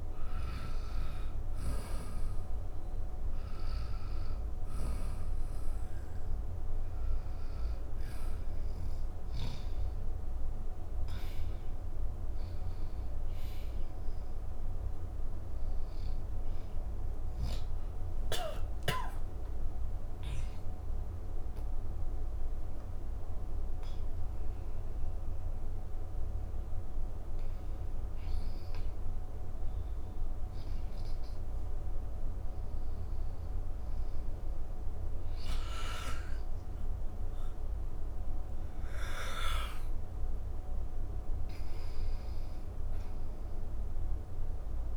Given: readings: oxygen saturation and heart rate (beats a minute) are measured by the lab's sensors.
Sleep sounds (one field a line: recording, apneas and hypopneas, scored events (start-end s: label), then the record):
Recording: breathing in sleep, hard to hear, by a room microphone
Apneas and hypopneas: none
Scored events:
4.00-27.00 s: oxygen desaturation (device-marked, oxygen 97% before, 92% lowest, heart rate 155 before, 48 extreme)
34.50-40.50 s: arousal
From the record:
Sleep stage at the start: N2 (light sleep)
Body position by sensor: on the back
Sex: male